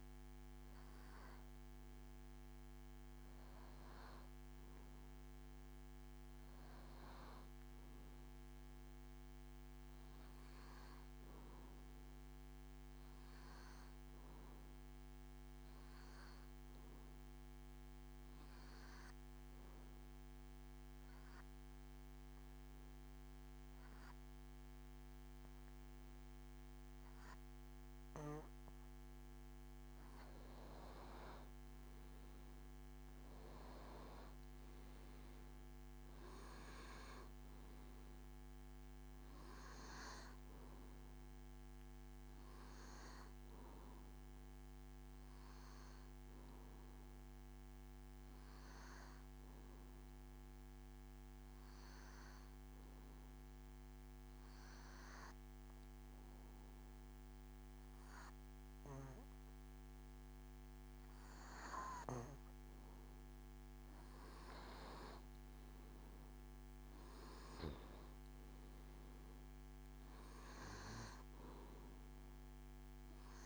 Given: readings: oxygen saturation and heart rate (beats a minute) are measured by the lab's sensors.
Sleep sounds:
breathing in sleep, hard to hear, by a microphone on the trachea; 2
0.00-1.50 s: oxygen desaturation (device-marked, oxygen 94% lowest, heart rate 72 extreme)
13.00-29.50 s: hypopnea (oxygen 97% before, 91% lowest, heart rate 74 before, 70 extreme, up 3 after)
29.50-54.50 s: oxygen desaturation (device-marked, oxygen 96% before, 91% lowest, heart rate 74 before, 70 extreme)
31.00-35.00 s: arousal
48.50-62.50 s: obstructive apnea (oxygen 96% before, 91% lowest, heart rate 74 before, 72 extreme, up 3 after)
64.50-67.00 s: arousal
68.50-73.46 s: oxygen desaturation (device-marked, oxygen 98% before, 93% lowest, heart rate 73 before, 67 extreme)
From the record:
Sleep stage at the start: N2 (light sleep); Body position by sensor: on the back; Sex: male

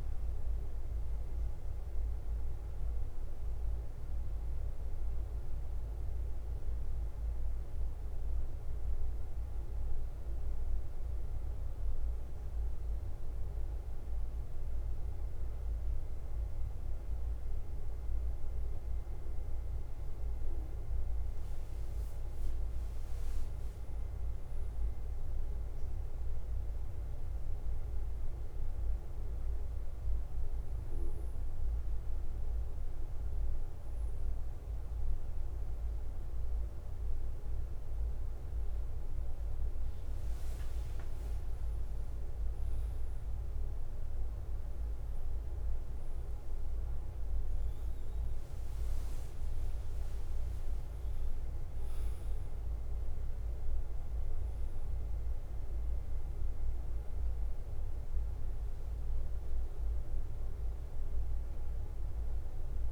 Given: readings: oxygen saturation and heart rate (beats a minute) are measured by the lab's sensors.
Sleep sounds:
breathing in sleep, hard to hear, by a room microphone; 2
0.00-5.00 s: bradycardia (device-marked, heart rate 43 extreme)
8.00-62.92 s: bradycardia (device-marked, heart rate 51 before, 35 extreme)
9.00-19.00 s: oxygen desaturation (device-marked, oxygen 99% before, 96% lowest, heart rate 55 before, 35 extreme)
9.00-21.00 s: central apnea (oxygen 99% before, 96% lowest, heart rate 55 before, 35 extreme, up 15 after)
9.50-11.50 s: long interval between heartbeats (device-marked, heart rate 55 before, 65 extreme)
23.00-26.50 s: arousal
30.50-40.50 s: obstructive apnea (oxygen 99% before, 96% lowest, heart rate 46 before, 47 extreme, up 4 after)
43.50-47.00 s: arousal
From the record:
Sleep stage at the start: N2 (light sleep); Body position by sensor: on the back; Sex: male

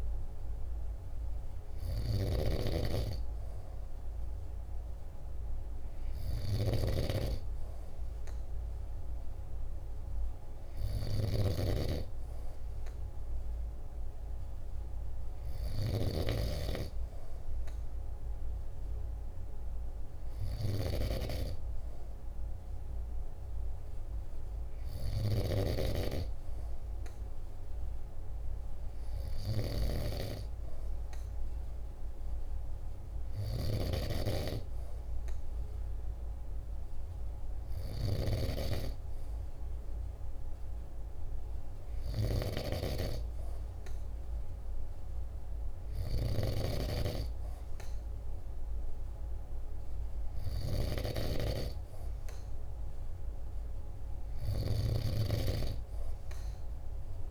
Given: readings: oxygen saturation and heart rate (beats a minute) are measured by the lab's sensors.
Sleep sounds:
breathing in sleep by a room microphone; none
0.00-15.50 s: snoring (device-marked)
54.50-57.31 s: snoring (device-marked)
From the record:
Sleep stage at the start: N2 (light sleep); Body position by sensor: on the back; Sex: male

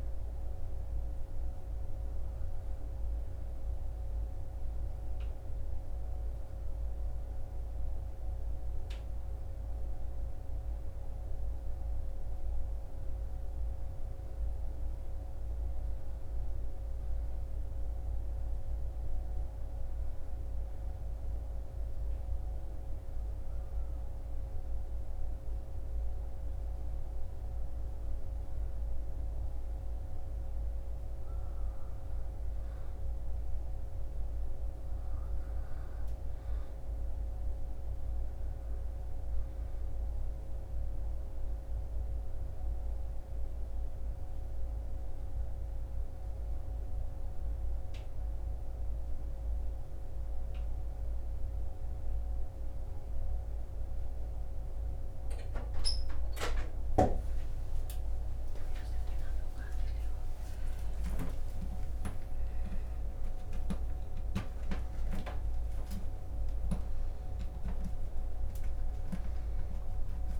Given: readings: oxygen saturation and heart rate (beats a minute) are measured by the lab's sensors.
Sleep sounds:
breathing in sleep, hard to hear, by a room microphone; 2
20.50-32.00 s: hypopnea (oxygen 96% before, 94% lowest, heart rate 64 before, 63 extreme, up 2 after)
35.00-40.50 s: arousal
47.50-57.50 s: hypopnea (oxygen 96% before, 94% lowest, heart rate 64 before, 49 extreme, up 17 after)
56.00-70.40 s: new sleep stage, awake
From the record:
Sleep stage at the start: N2 (light sleep); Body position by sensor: on the back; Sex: male

